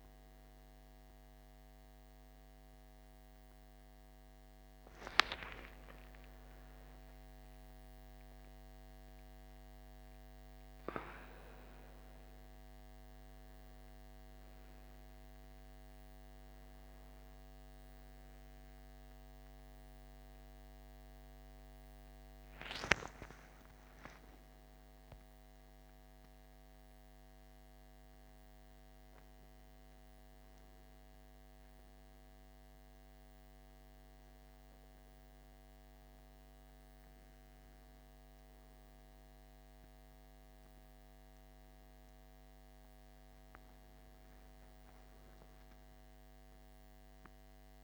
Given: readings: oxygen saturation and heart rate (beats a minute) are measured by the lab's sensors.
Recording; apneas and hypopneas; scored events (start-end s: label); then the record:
a person awake in a sleep study, by a microphone on the trachea; none
none scored
From the record:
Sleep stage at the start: awake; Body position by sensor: on the back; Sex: male